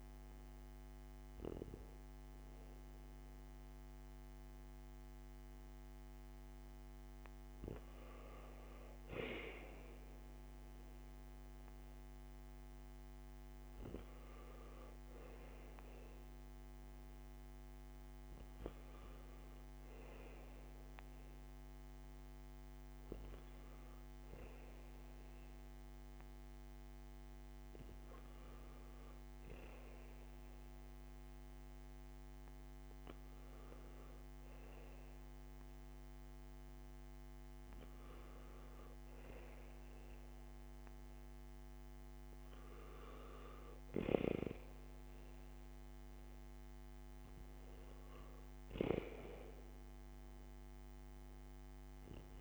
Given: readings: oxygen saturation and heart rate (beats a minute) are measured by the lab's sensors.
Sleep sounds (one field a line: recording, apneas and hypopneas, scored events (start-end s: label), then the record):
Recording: breathing in sleep by a microphone on the trachea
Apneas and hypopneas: none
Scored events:
none scored
From the record:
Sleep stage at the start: N1 (lightest sleep)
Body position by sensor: on the back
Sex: male